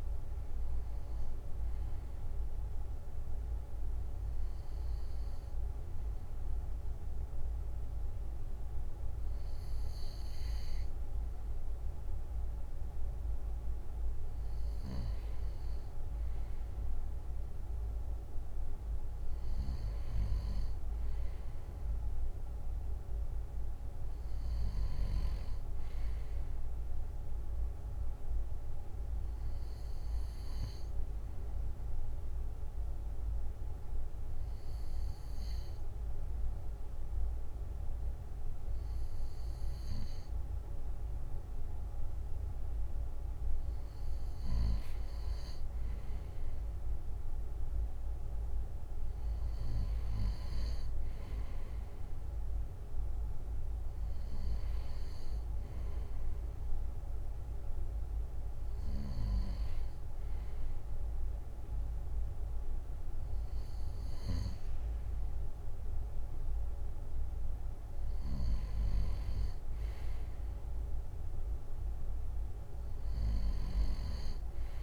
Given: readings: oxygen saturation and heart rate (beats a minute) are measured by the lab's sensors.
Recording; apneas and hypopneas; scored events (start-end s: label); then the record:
breathing in sleep, hard to hear, by a room microphone; 1
33.50-44.50 s: hypopnea (oxygen 97% before, 96% lowest, heart rate 60 before, 57 extreme, up 9 after)
46.50-49.50 s: arousal
From the record:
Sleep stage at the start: N2 (light sleep); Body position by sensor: on the back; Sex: male